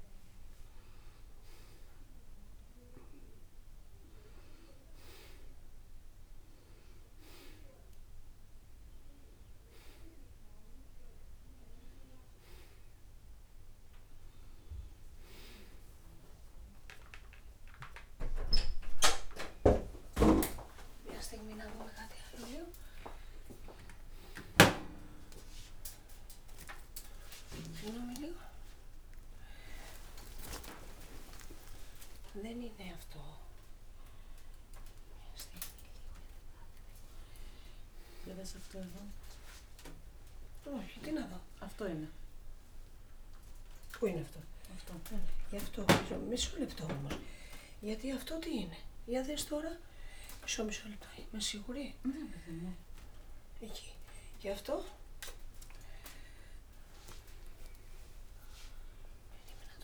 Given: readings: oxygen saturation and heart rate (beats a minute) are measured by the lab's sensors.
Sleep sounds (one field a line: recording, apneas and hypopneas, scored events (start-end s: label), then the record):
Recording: a person awake in a sleep study, by a room microphone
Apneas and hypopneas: none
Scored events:
25.00-27.00 s: long interval between heartbeats (device-marked, heart rate 75 before, 83 extreme)
27.00-29.00 s: long interval between heartbeats (device-marked, heart rate 76 before, 108 extreme)
29.50-31.50 s: long interval between heartbeats (device-marked, heart rate 83 before, 154 extreme)
37.50-39.50 s: long interval between heartbeats (device-marked, heart rate 111 before, 106 extreme)
39.50-41.50 s: long interval between heartbeats (device-marked, heart rate 114 before, 115 extreme)
44.00-46.00 s: long interval between heartbeats (device-marked, heart rate 124 before, 124 extreme)
46.50-48.50 s: long interval between heartbeats (device-marked, heart rate 130 before, 114 extreme)
50.50-52.50 s: long interval between heartbeats (device-marked, heart rate 126 before, 98 extreme)
53.50-55.50 s: long interval between heartbeats (device-marked, heart rate 115 before, 114 extreme)
56.00-58.00 s: long interval between heartbeats (device-marked, heart rate 114 before, 150 extreme)
58.50-59.84 s: long interval between heartbeats (device-marked, heart rate 123 before, 176 extreme)
From the record:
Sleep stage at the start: awake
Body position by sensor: on the back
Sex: male